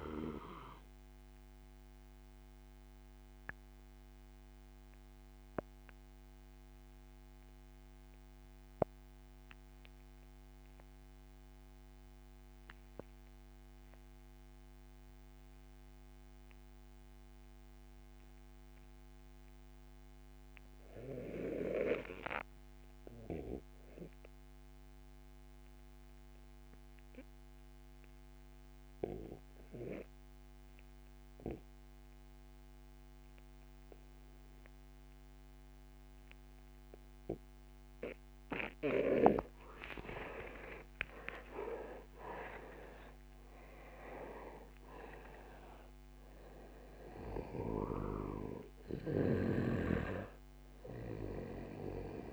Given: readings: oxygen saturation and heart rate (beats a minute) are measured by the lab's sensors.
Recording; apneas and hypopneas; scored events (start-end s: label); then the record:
breathing in sleep by a microphone on the trachea; 1
0.00-24.00 s: oxygen desaturation (device-marked, oxygen 88% lowest)
4.00-37.50 s: obstructive apnea (oxygen 99% before, 83% lowest)
31.00-52.33 s: oxygen desaturation (device-marked, oxygen 92% before, 83% lowest)
39.50-43.50 s: arousal
From the record:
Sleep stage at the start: REM sleep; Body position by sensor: on the back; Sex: male